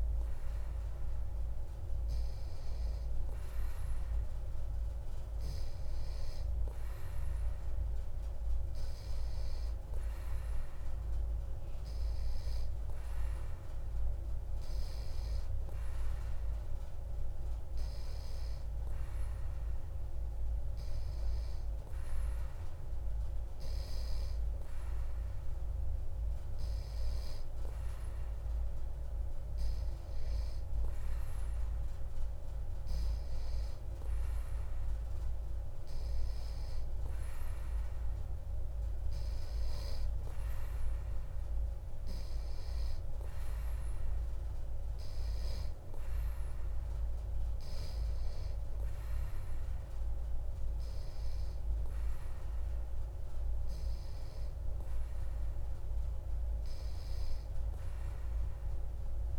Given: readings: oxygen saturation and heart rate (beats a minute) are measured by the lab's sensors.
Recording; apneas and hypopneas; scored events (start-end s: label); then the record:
breathing in sleep, hard to hear, by a room microphone; none
none scored
From the record:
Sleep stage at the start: N3 (deep sleep); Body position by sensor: on the back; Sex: male